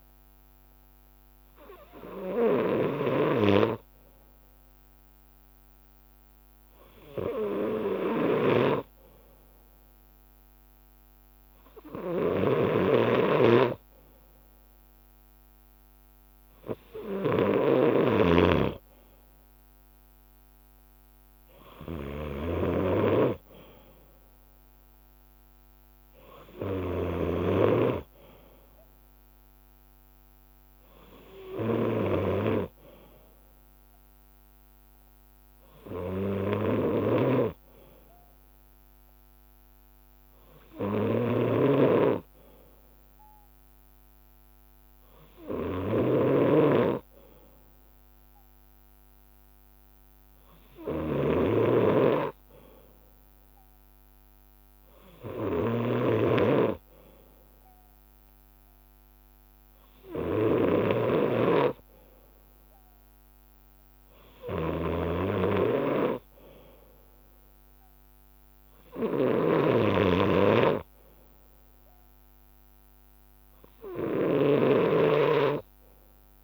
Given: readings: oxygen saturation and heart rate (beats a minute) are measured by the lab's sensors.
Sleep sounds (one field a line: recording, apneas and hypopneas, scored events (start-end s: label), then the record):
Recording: breathing in sleep by a microphone on the trachea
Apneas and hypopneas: none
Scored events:
0.00-6.00 s: bradycardia (device-marked, heart rate 58 extreme)
7.00-11.00 s: bradycardia (device-marked, heart rate 60 before, 59 extreme)
12.00-19.00 s: leg movement (device-marked)
13.00-22.50 s: snoring (device-marked)
20.50-24.00 s: leg movement (device-marked)
26.00-76.44 s: bradycardia (device-marked, heart rate 60 before, 58 extreme)
34.00-55.00 s: drop in pulse transit time (device-marked, heart rate 60 before, 58 extreme)
55.50-76.44 s: snoring (device-marked)
58.00-68.50 s: leg movement (device-marked)
71.50-76.44 s: leg movement (device-marked)
From the record:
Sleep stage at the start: N2 (light sleep)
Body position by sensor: on the left side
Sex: male